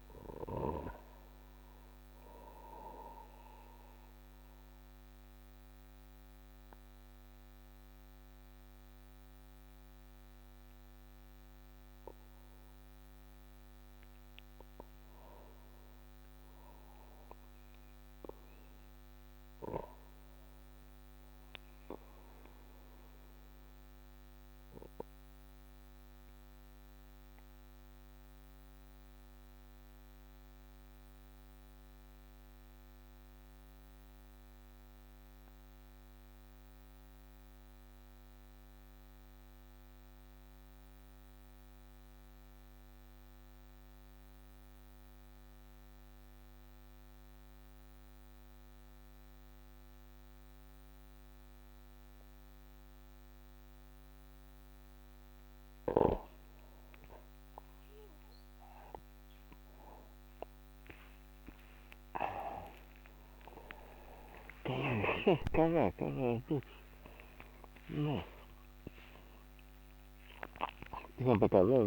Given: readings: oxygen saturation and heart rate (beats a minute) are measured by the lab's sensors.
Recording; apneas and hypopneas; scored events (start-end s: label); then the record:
a person partly awake in a sleep study, by a microphone on the trachea; 2
2.50-14.50 s: obstructive apnea (oxygen 97% before, 92% lowest)
16.00-19.50 s: arousal
21.50-54.50 s: obstructive apnea (oxygen 96% before, 92% lowest)
46.50-71.87 s: new sleep stage, awake
52.50-71.87 s: oxygen desaturation (device-marked, oxygen 97% before, 92% lowest)
65.00-71.00 s: snoring (device-marked)
From the record:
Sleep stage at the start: N2 (light sleep); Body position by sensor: on the back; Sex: male